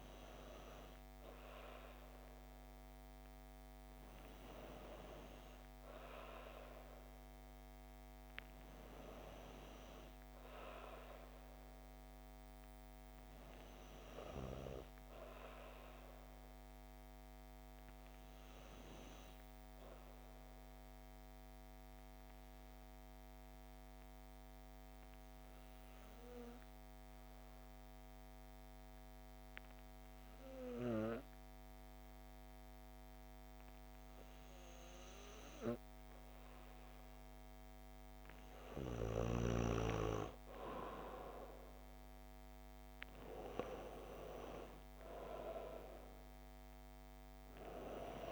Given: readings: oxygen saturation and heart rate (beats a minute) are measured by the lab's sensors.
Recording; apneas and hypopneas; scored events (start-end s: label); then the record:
breathing in sleep by a microphone on the trachea; 1
22.00-33.50 s: obstructive apnea (oxygen 96% before, 93% lowest, heart rate 82 before, 59 extreme, up 5 after)
36.50-40.00 s: arousal
37.00-48.32 s: oxygen desaturation (device-marked, oxygen 96% before, 93% lowest, heart rate 74 before, 58 extreme)
From the record:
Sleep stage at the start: N2 (light sleep); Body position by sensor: on the back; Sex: female